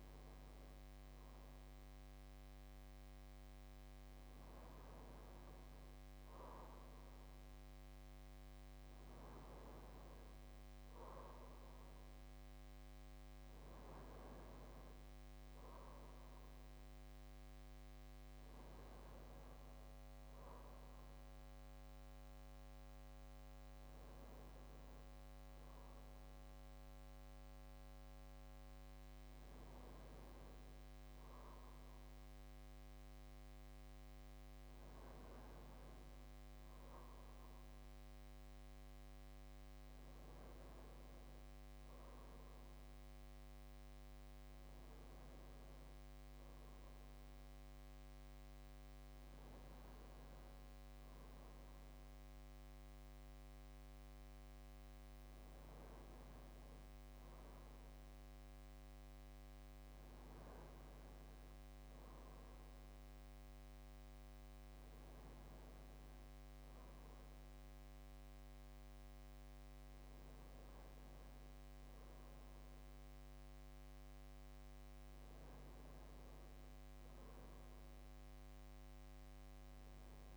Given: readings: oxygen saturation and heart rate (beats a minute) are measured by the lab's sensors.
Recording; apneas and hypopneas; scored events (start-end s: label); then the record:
breathing in sleep, hard to hear, by a microphone on the trachea; none
none scored
From the record:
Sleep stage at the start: N2 (light sleep); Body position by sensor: on the back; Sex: male